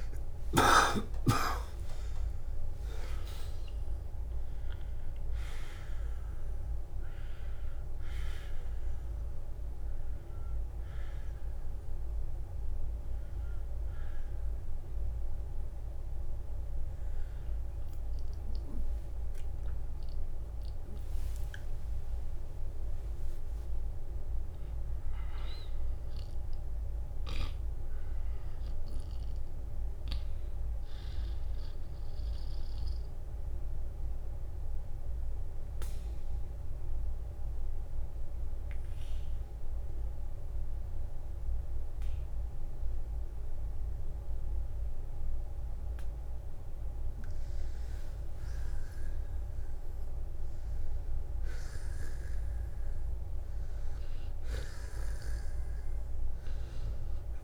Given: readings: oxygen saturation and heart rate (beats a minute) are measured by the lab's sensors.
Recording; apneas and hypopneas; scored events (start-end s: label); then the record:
breathing in sleep, hard to hear, by a room microphone; 2
0.00-40.50 s: oxygen desaturation (device-marked, oxygen 72% lowest, heart rate 42 extreme)
0.50-2.50 s: long interval between heartbeats (device-marked, heart rate 53 before, 86 extreme)
8.50-21.50 s: obstructive apnea (oxygen 95% before, 72% lowest, heart rate 69 before, 49 extreme, up 11 after)
23.50-28.00 s: arousal
34.50-51.50 s: obstructive apnea (oxygen 87% before, 85% lowest, heart rate 63 before, 46 extreme, up 11 after)
54.00-57.44 s: arousal
From the record:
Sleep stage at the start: N2 (light sleep); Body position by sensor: on the back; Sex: male